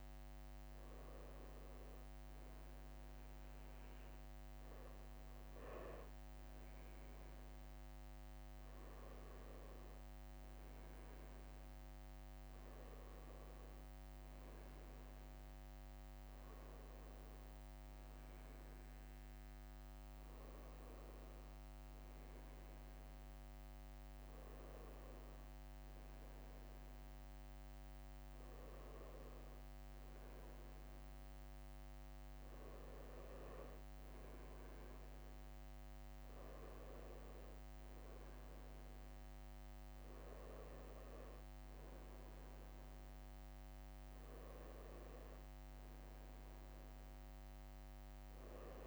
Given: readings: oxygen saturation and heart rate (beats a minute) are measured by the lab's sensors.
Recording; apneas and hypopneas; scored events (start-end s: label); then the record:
breathing in sleep, hard to hear, by a microphone on the trachea; none
28.00-30.00 s: leg movement (device-marked)
46.50-48.86 s: drop in pulse transit time (device-marked, heart rate 62 before, 61 extreme)
From the record:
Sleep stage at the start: N2 (light sleep); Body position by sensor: on the right side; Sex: male